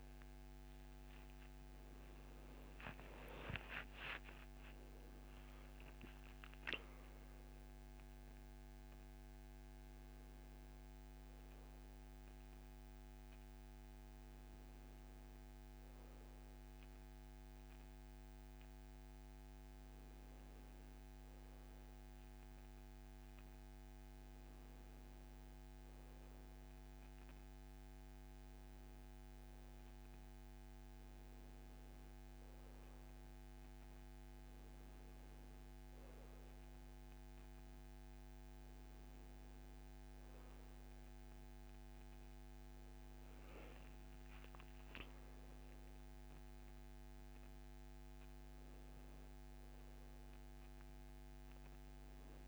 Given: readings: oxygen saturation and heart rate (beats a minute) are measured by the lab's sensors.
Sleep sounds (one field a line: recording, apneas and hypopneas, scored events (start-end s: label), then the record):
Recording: a person partly awake in a sleep study, hard to hear, by a microphone on the trachea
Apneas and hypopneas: none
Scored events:
7.50-52.48 s: new sleep stage, N1 (lightest sleep)
From the record:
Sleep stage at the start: awake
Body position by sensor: on the back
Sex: male